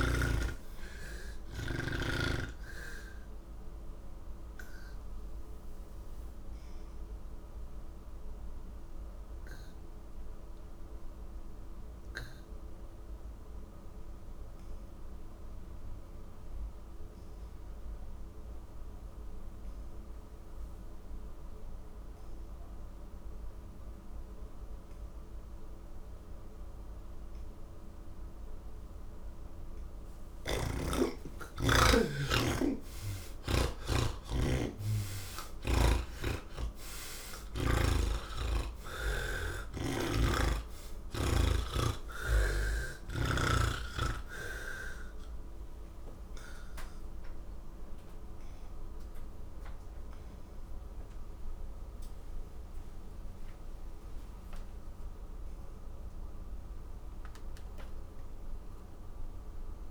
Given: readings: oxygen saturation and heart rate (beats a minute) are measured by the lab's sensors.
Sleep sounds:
breathing in sleep by a room microphone; none
0.00-1.50 s: snoring (device-marked)
8.50-14.50 s: oxygen desaturation (device-marked, oxygen 96% before, 85% lowest, heart rate 79 before, 68 extreme)
29.50-40.50 s: oxygen desaturation (device-marked, oxygen 98% before, 93% lowest, heart rate 70 before, 74 extreme)
30.00-33.50 s: snoring (device-marked)
35.50-39.00 s: snoring (device-marked)
45.50-57.50 s: oxygen desaturation (device-marked, oxygen 95% before, 81% lowest, heart rate 76 before, 68 extreme)
From the record:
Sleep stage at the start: N3 (deep sleep); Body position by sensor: on the back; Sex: male

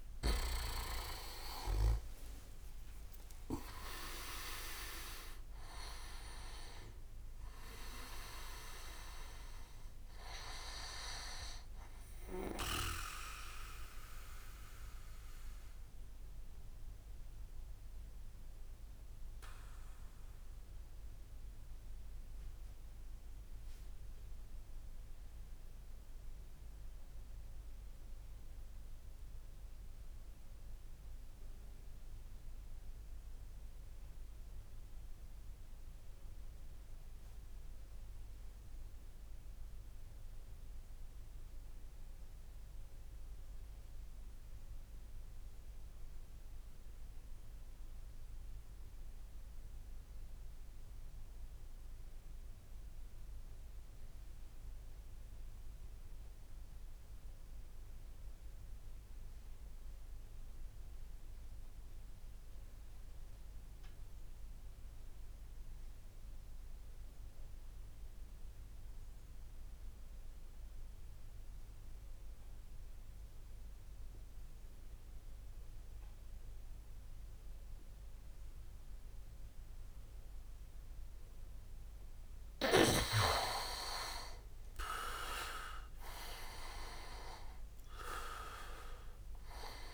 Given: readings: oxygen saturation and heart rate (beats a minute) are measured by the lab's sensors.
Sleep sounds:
breathing in sleep by a room microphone; 1
0.00-4.00 s: arousal
0.00-18.50 s: oxygen desaturation (device-marked, oxygen 94% lowest, heart rate 39 extreme)
0.50-4.00 s: leg movement (device-marked)
14.50-81.50 s: obstructive apnea (oxygen 99% before, 85% lowest, heart rate 51 before, 50 extreme, up 25 after)
58.50-89.94 s: oxygen desaturation (device-marked, oxygen 100% before, 85% lowest, heart rate 56 before, 51 extreme)
83.50-88.50 s: arousal
From the record:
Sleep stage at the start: REM sleep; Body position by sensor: on the back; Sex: male

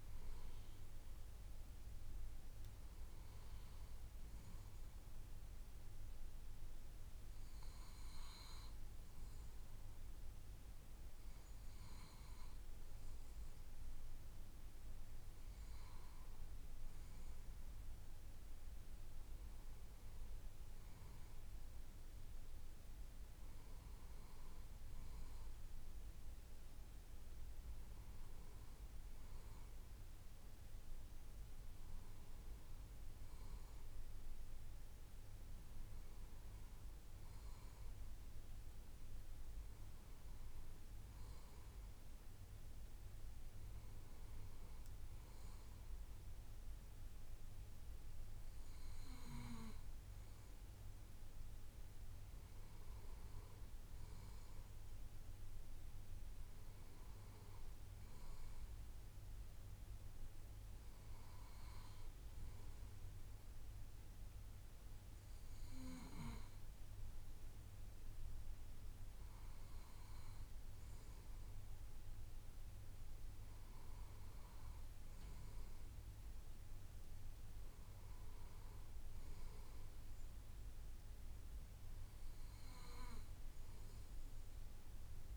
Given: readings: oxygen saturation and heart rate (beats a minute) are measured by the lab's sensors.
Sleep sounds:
breathing in sleep, hard to hear, by a room microphone; none
none scored
From the record:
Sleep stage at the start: N2 (light sleep); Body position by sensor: on the left side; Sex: male

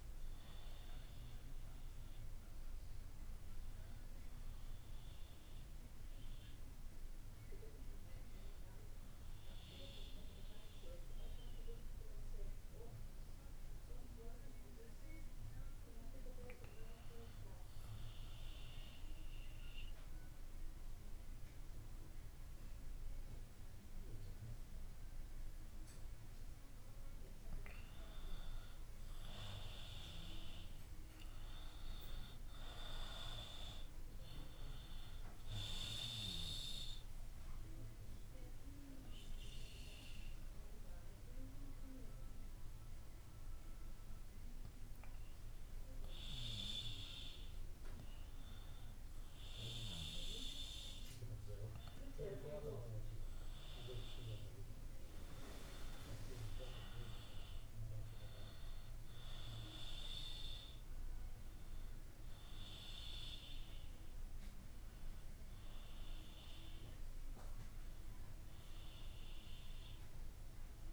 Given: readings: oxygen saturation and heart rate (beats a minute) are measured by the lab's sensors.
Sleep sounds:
breathing in sleep by a room microphone; 2
0.00-25.50 s: oxygen desaturation (device-marked, oxygen 85% lowest)
18.00-28.50 s: obstructive apnea (oxygen 91% before, 85% lowest)
29.50-32.50 s: arousal
32.50-53.50 s: oxygen desaturation (device-marked, oxygen 96% before, 86% lowest)
35.50-46.00 s: obstructive apnea (oxygen 96% before, 86% lowest)
47.50-50.00 s: arousal
48.50-70.93 s: new sleep stage, N1 (lightest sleep)
61.50-70.93 s: oxygen desaturation (device-marked, oxygen 94% before, 90% lowest)
From the record:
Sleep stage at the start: N2 (light sleep); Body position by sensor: on the back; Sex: female

